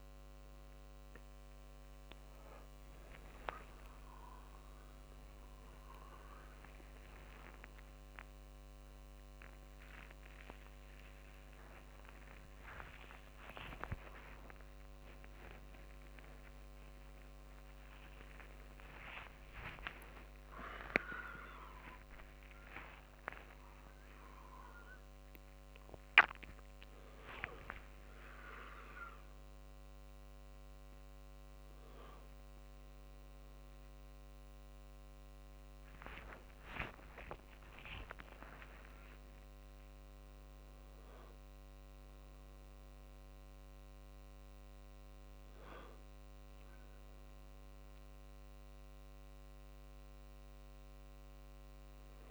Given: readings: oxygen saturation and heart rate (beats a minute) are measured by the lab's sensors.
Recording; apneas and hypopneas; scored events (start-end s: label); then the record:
a person awake in a sleep study, by a microphone on the trachea; none
4.50-16.50 s: tachycardia (device-marked, heart rate 50 before, 158 extreme)
5.50-7.50 s: long interval between heartbeats (device-marked, heart rate 50 before, 77 extreme)
8.00-10.00 s: long interval between heartbeats (device-marked, heart rate 53 before, 103 extreme)
9.50-27.50 s: drop in pulse transit time (device-marked, heart rate 60 before, 77 extreme)
10.00-12.00 s: long interval between heartbeats (device-marked, heart rate 60 before, 129 extreme)
12.50-14.50 s: long interval between heartbeats (device-marked, heart rate 73 before, 142 extreme)
14.50-16.50 s: long interval between heartbeats (device-marked, heart rate 83 before, 136 extreme)
17.00-19.00 s: long interval between heartbeats (device-marked, heart rate 93 before, 129 extreme)
20.00-22.00 s: long interval between heartbeats (device-marked, heart rate 104 before, 98 extreme)
22.50-24.50 s: long interval between heartbeats (device-marked, heart rate 112 before, 87 extreme)
27.50-29.50 s: long interval between heartbeats (device-marked, heart rate 117 before, 77 extreme)
34.50-39.50 s: tachycardia (device-marked, heart rate 53 before, 116 extreme)
37.50-39.50 s: long interval between heartbeats (device-marked, heart rate 86 before, 112 extreme)
From the record:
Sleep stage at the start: awake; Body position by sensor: on the right side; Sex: male